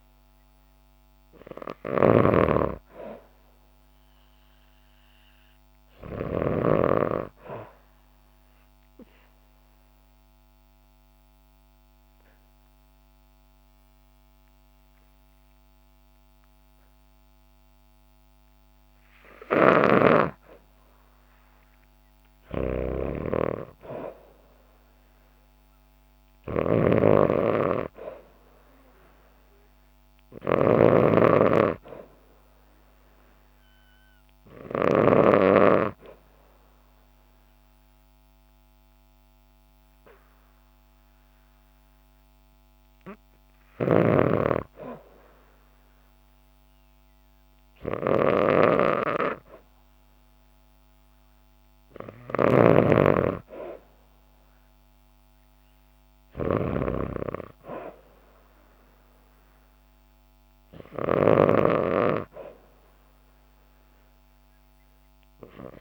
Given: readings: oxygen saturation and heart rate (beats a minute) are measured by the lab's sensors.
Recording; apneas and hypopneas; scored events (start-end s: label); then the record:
breathing in sleep by a microphone on the trachea; 1
0.00-5.00 s: oxygen desaturation (device-marked, oxygen 92% lowest, heart rate 56 extreme)
0.00-6.50 s: snoring (device-marked)
8.50-20.50 s: obstructive apnea (oxygen 96% before, 92% lowest, heart rate 61 before, 56 extreme, up 14 after)
19.50-35.00 s: snoring (device-marked)
23.00-27.00 s: arousal
26.00-40.00 s: oxygen desaturation (device-marked, oxygen 96% before, 92% lowest, heart rate 60 before, 56 extreme)
43.50-65.81 s: snoring (device-marked)
From the record:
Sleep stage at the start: N2 (light sleep); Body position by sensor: on the back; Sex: female